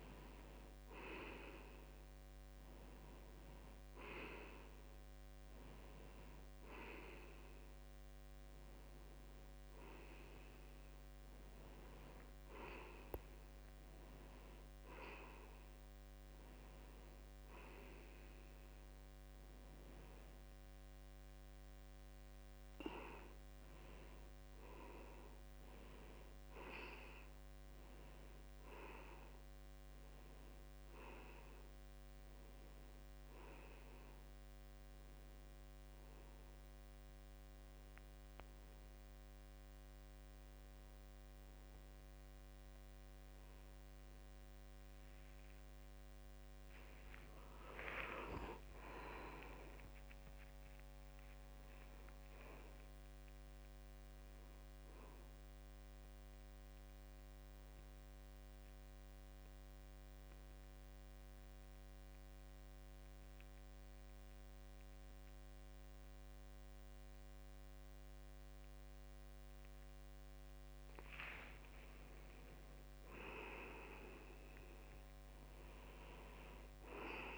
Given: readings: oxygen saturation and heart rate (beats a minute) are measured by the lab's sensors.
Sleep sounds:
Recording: breathing in sleep by a microphone on the trachea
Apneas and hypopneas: 2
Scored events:
0.00-13.00 s: oxygen desaturation (device-marked, oxygen 82% lowest, heart rate 63 extreme)
11.00-41.00 s: new sleep stage, N1 (lightest sleep)
24.50-29.00 s: arousal
34.50-46.50 s: hypopnea (oxygen 97% before, 92% lowest, heart rate 74 before, 65 extreme, up 7 after)
41.00-77.38 s: new sleep stage, N2 (light sleep)
48.00-73.00 s: oxygen desaturation (device-marked, oxygen 95% before, 92% lowest, heart rate 71 before, 65 extreme)
49.00-53.50 s: arousal
59.00-70.00 s: central apnea (oxygen 96% before, 89% lowest, heart rate 70 before, 65 extreme, up 9 after)
72.50-77.38 s: arousal
From the record:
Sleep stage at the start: N2 (light sleep)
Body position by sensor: on the back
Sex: male

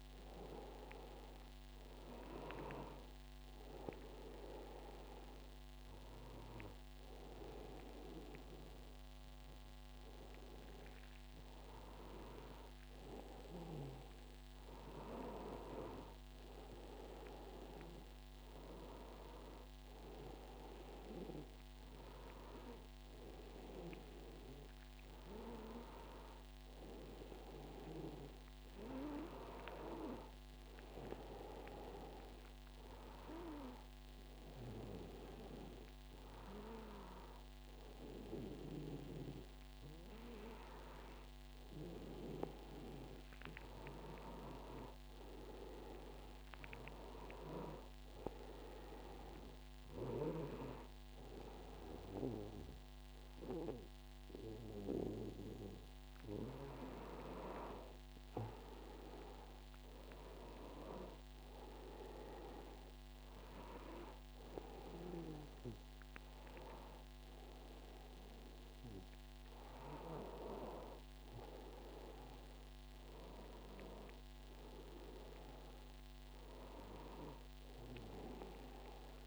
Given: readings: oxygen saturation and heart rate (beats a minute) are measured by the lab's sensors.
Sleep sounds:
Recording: breathing in sleep by a microphone on the trachea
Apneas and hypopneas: 1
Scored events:
25.50-29.50 s: arousal
33.50-44.00 s: hypopnea (oxygen 96% before, 94% lowest, heart rate 96 before, 93 extreme, up 2 after)
46.50-50.50 s: arousal
From the record:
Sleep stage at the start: N2 (light sleep)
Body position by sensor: on the back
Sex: male

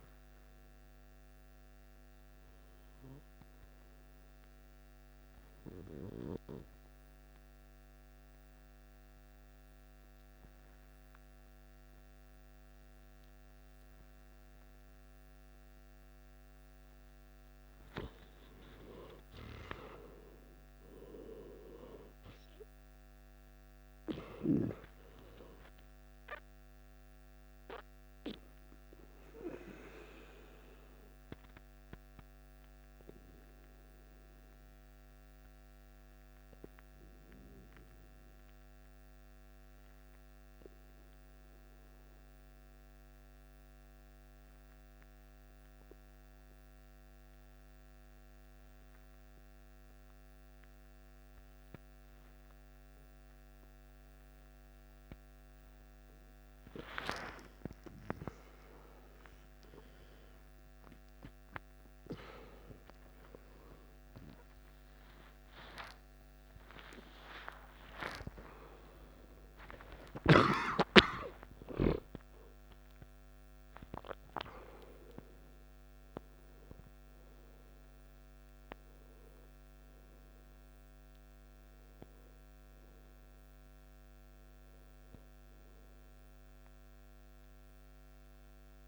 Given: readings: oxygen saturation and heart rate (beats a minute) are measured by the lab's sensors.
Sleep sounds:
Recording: breathing in sleep by a microphone on the trachea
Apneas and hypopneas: 2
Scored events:
8.50-18.50 s: obstructive apnea (oxygen 97% before, 92% lowest, heart rate 62 before, 55 extreme, up 7 after)
19.50-24.50 s: arousal
27.00-42.00 s: oxygen desaturation (device-marked, oxygen 97% before, 92% lowest, heart rate 60 before, 52 extreme)
29.50-55.50 s: obstructive apnea (oxygen 97% before, 91% lowest, heart rate 60 before, 52 extreme, up 13 after)
56.00-88.88 s: oxygen desaturation (device-marked, oxygen 97% before, 91% lowest, heart rate 54 before, 56 extreme)
57.00-61.50 s: arousal
From the record:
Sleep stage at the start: N1 (lightest sleep)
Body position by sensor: on the back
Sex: male

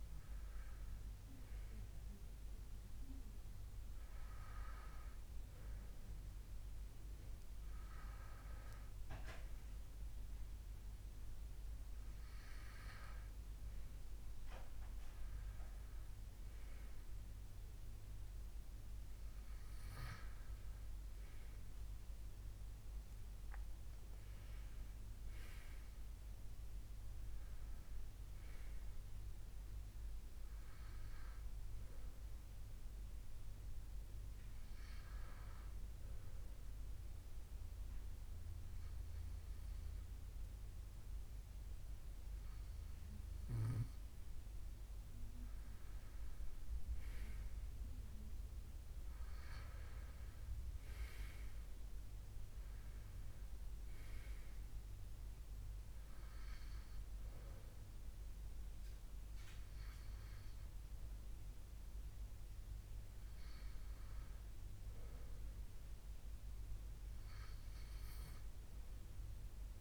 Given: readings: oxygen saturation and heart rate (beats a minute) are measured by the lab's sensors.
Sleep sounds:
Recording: breathing in sleep by a room microphone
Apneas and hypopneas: 1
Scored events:
20.00-25.50 s: arousal
35.50-45.50 s: obstructive apnea (oxygen 96% before, 92% lowest, heart rate 76 before, 70 extreme, up 11 after)
41.50-69.81 s: new sleep stage, N2 (light sleep)
47.00-51.00 s: arousal
51.50-69.81 s: oxygen desaturation (device-marked, oxygen 96% before, 92% lowest, heart rate 77 before, 70 extreme)
From the record:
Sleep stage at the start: N1 (lightest sleep)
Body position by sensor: on the left side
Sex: male

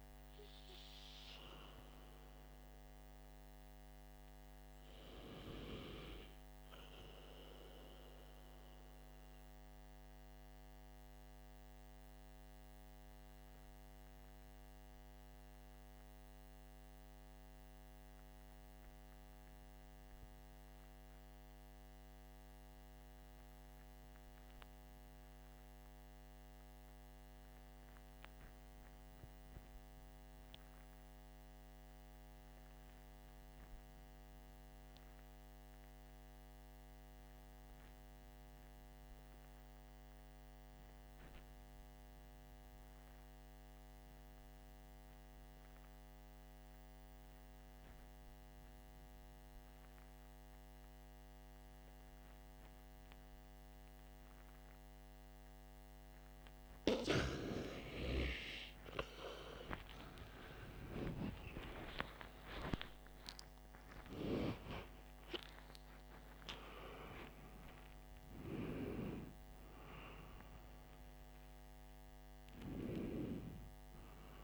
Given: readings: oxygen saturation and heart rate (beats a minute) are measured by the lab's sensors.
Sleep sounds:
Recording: breathing in sleep by a microphone on the trachea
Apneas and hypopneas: 1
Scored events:
0.00-4.00 s: arousal
11.00-55.50 s: hypopnea (oxygen 98% before, 85% lowest, heart rate 54 before, 44 extreme, up 18 after)
59.50-65.00 s: arousal
66.00-74.44 s: oxygen desaturation (device-marked, oxygen 95% before, 92% lowest, heart rate 52 before, 49 extreme)
From the record:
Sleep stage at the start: REM sleep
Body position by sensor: on the back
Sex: male

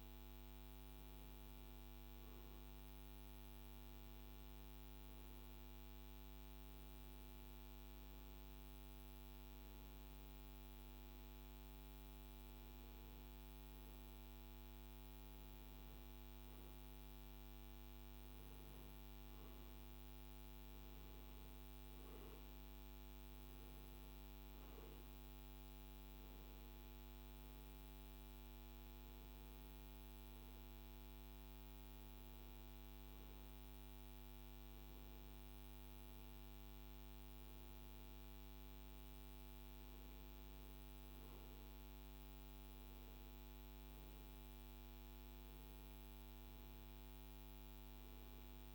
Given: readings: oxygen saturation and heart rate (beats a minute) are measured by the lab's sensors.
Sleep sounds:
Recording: breathing in sleep, hard to hear, by a microphone on the trachea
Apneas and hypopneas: none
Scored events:
none scored
From the record:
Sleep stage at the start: N2 (light sleep)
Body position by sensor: on the right side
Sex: male

